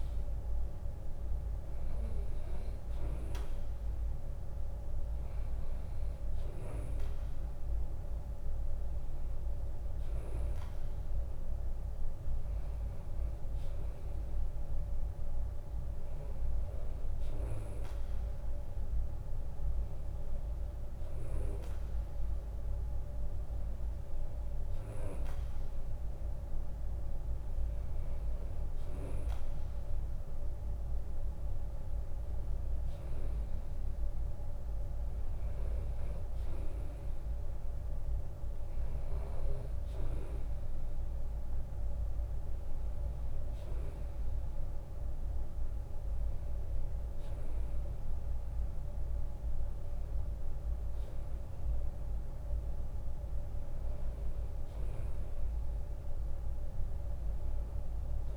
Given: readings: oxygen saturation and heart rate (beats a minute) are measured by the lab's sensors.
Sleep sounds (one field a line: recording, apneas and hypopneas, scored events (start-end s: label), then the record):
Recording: breathing in sleep, hard to hear, by a room microphone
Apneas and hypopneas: none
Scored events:
55.50-58.37 s: drop in pulse transit time (device-marked, heart rate 74 before, 70 extreme)
From the record:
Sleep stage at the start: N2 (light sleep)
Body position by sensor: on the right side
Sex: male